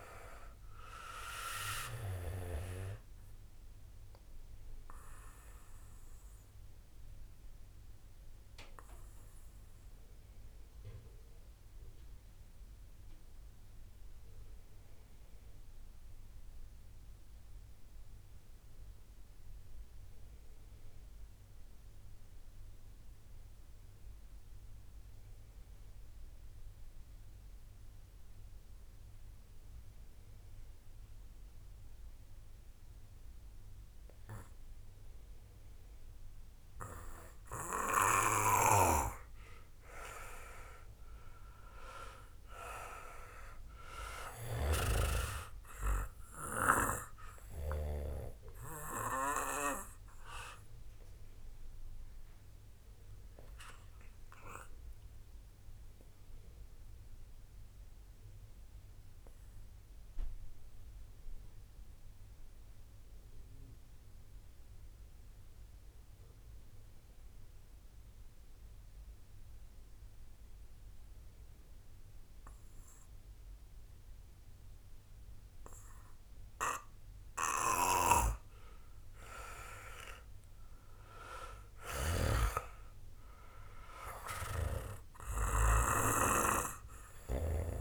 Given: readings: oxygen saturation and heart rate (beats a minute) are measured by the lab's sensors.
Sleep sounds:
breathing in sleep by a room microphone; 2
0.00-21.50 s: oxygen desaturation (device-marked, oxygen 85% lowest, heart rate 58 extreme)
5.00-38.00 s: obstructive apnea (oxygen 97% before, 85% lowest, heart rate 64 before, 58 extreme, up 4 after)
30.50-63.50 s: oxygen desaturation (device-marked, oxygen 98% before, 86% lowest, heart rate 65 before, 27 extreme)
39.50-43.00 s: arousal
50.00-78.00 s: obstructive apnea (oxygen 98% before, 86% lowest, heart rate 60 before, 27 extreme, up 0 after)
74.50-87.81 s: oxygen desaturation (device-marked, oxygen 97% before, 86% lowest, heart rate 70 before, 27 extreme)
80.00-82.50 s: arousal
82.00-87.81 s: snoring (device-marked)
From the record:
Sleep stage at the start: N2 (light sleep); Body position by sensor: on the back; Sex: male

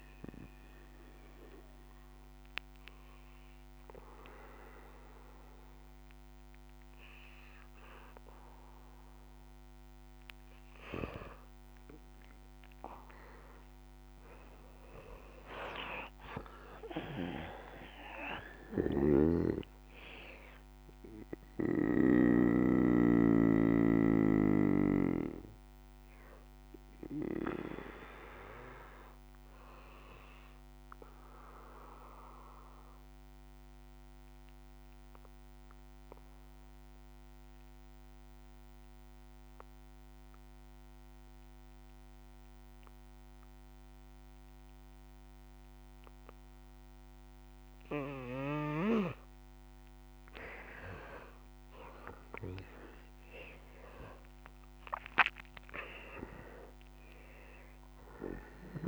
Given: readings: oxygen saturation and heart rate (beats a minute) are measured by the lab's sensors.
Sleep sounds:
breathing in sleep by a microphone on the trachea; 1
14.00-18.50 s: arousal
19.00-22.50 s: snoring (device-marked)
32.00-49.00 s: mixed apnea (oxygen 98% before, 89% lowest, heart rate 65 before, 59 extreme, up 11 after)
51.00-55.00 s: arousal
51.00-58.88 s: oxygen desaturation (device-marked, oxygen 98% before, 92% lowest, heart rate 60 before, 60 extreme)
From the record:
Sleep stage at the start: N2 (light sleep); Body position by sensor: on the back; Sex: male

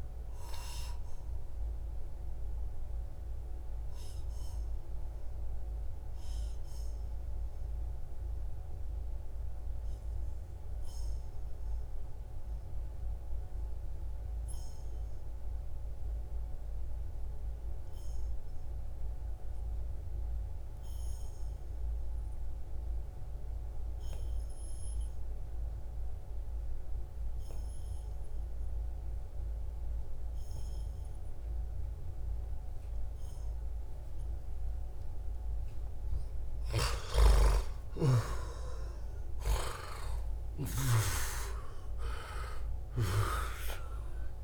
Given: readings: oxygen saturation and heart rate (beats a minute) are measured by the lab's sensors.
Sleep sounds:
breathing in sleep by a room microphone; 1
0.00-7.50 s: oxygen desaturation (device-marked, oxygen 87% lowest, heart rate 65 extreme)
0.50-35.50 s: obstructive apnea (oxygen 96% before, 87% lowest, heart rate 77 before, 64 extreme, up 10 after)
28.50-44.44 s: oxygen desaturation (device-marked, oxygen 97% before, 87% lowest, heart rate 70 before, 65 extreme)
36.50-44.44 s: snoring (device-marked)
37.00-41.00 s: arousal
From the record:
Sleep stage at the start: N2 (light sleep); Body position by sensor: on the back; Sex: male

